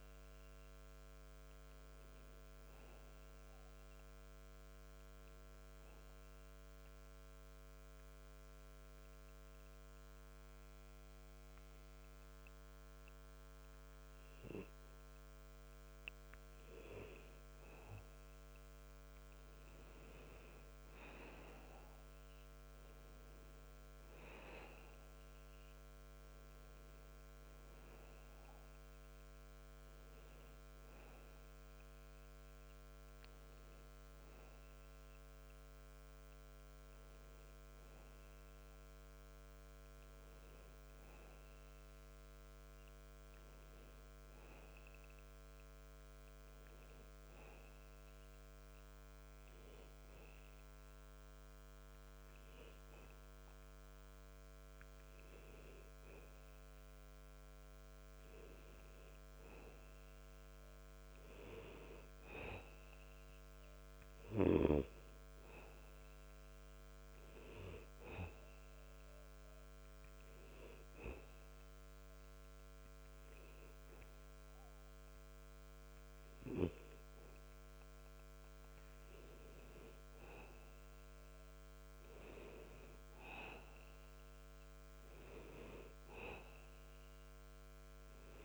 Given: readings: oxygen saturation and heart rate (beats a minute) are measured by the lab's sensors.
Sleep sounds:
breathing in sleep by a microphone on the trachea; 2
5.00-17.50 s: obstructive apnea (oxygen 98% before, 92% lowest, heart rate 79 before, 62 extreme, up 15 after)
19.50-22.00 s: arousal
29.00-50.00 s: oxygen desaturation (device-marked, oxygen 97% before, 92% lowest, heart rate 77 before, 64 extreme)
48.00-60.00 s: hypopnea (oxygen 97% before, 92% lowest, heart rate 82 before, 64 extreme, up 3 after)
63.00-66.50 s: arousal
68.00-84.00 s: oxygen desaturation (device-marked, oxygen 95% before, 92% lowest, heart rate 86 before, 59 extreme)
From the record:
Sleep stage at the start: N2 (light sleep); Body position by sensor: on the back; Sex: male

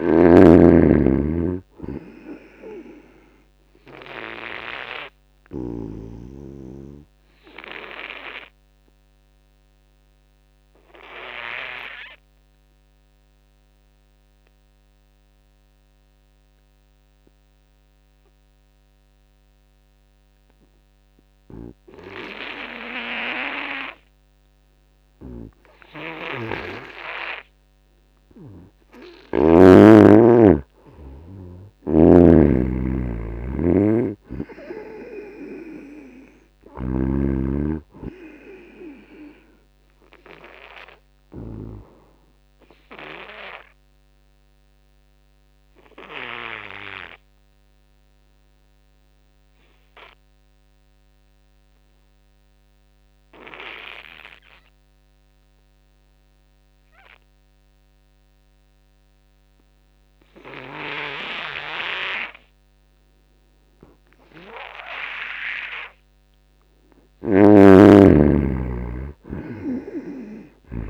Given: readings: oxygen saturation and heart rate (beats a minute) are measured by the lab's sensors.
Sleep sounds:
breathing in sleep by a microphone on the trachea; 2
0.00-6.00 s: snoring (device-marked)
0.00-21.00 s: oxygen desaturation (device-marked, oxygen 88% lowest, heart rate 72 extreme)
4.00-28.00 s: obstructive apnea (oxygen 98% before, 83% lowest, heart rate 71 before, 73 extreme, up 5 after)
25.00-29.50 s: snoring (device-marked)
29.00-58.00 s: oxygen desaturation (device-marked, oxygen 97% before, 85% lowest, heart rate 78 before, 64 extreme)
29.50-33.50 s: arousal
41.50-66.00 s: obstructive apnea (oxygen 97% before, 83% lowest, heart rate 78 before, 64 extreme, up 9 after)
60.00-70.89 s: oxygen desaturation (device-marked, oxygen 97% before, 83% lowest, heart rate 82 before, 64 extreme)
67.00-70.89 s: snoring (device-marked)
68.50-70.89 s: arousal
From the record:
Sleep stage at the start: N2 (light sleep); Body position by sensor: on the back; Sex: male

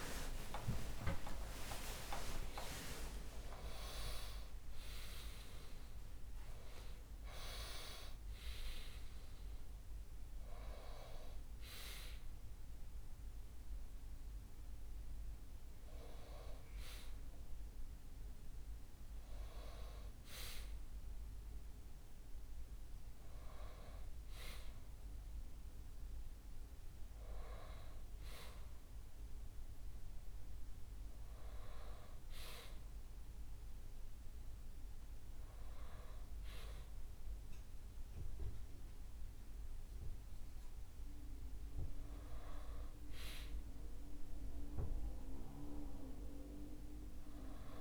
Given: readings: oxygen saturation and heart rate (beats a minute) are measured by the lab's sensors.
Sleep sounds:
a person awake in a sleep study, by a room microphone; none
none scored
From the record:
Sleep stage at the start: awake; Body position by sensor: on the back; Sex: male

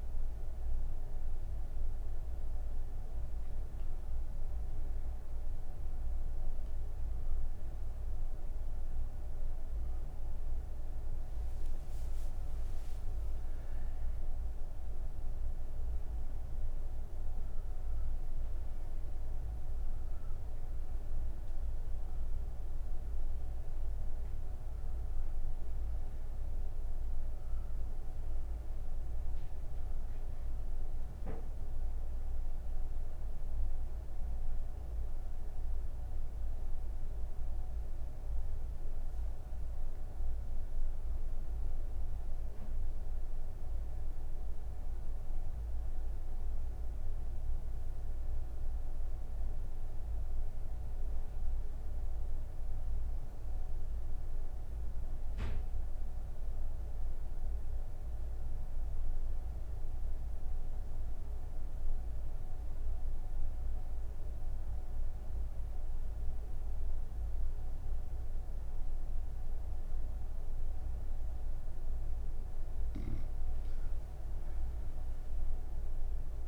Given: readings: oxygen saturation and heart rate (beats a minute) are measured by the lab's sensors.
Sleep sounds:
breathing in sleep, hard to hear, by a room microphone; none
34.00-55.00 s: oxygen desaturation (device-marked, oxygen 95% before, 92% lowest)
From the record:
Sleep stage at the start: N1 (lightest sleep); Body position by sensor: on the right side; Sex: female

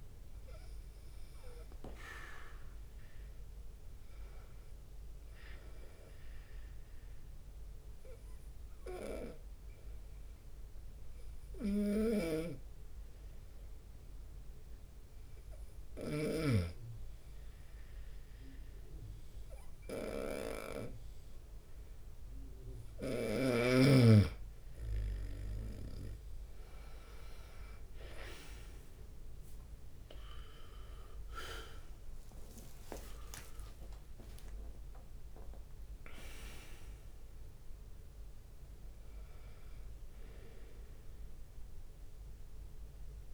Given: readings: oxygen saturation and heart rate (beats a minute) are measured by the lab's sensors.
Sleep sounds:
breathing in sleep by a room microphone; 1
2.50-17.50 s: oxygen desaturation (device-marked, oxygen 94% before, 90% lowest, heart rate 76 before, 73 extreme)
7.50-23.50 s: hypopnea (oxygen 95% before, 90% lowest, heart rate 76 before, 73 extreme, up 4 after)
12.50-17.00 s: snoring (device-marked)
26.50-38.50 s: drop in pulse transit time (device-marked, heart rate 75 before, 75 extreme)
27.50-43.34 s: oxygen desaturation (device-marked, oxygen 96% before, 90% lowest)
28.50-35.00 s: arousal
29.00-30.50 s: leg movement (device-marked)
32.50-36.00 s: leg movement (device-marked)
33.50-35.50 s: long interval between heartbeats (device-marked, heart rate 75 before, 83 extreme)
41.00-42.50 s: leg movement (device-marked)
From the record:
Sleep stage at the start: N2 (light sleep); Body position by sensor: on the right side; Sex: male

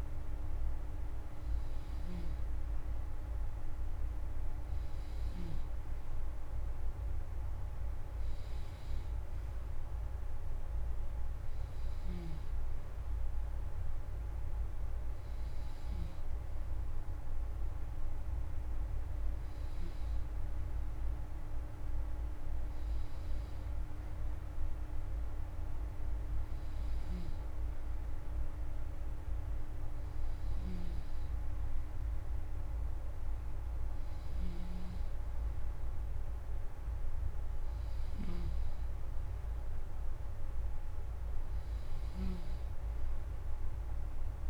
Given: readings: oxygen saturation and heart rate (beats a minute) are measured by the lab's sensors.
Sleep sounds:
breathing in sleep, hard to hear, by a room microphone; none
1.50-5.00 s: snoring (device-marked)
26.50-44.50 s: snoring (device-marked)
From the record:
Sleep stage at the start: N2 (light sleep); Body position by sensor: on the front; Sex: male

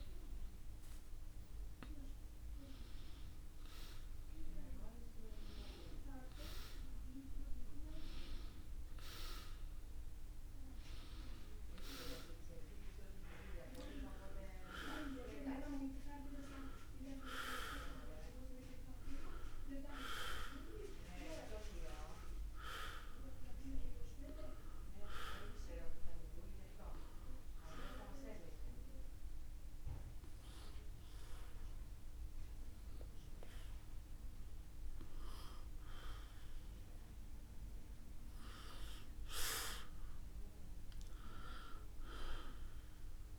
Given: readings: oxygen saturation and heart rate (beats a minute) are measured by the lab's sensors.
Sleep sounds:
a person awake in a sleep study, by a room microphone; none
none scored
From the record:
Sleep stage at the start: awake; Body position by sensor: on the back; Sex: male

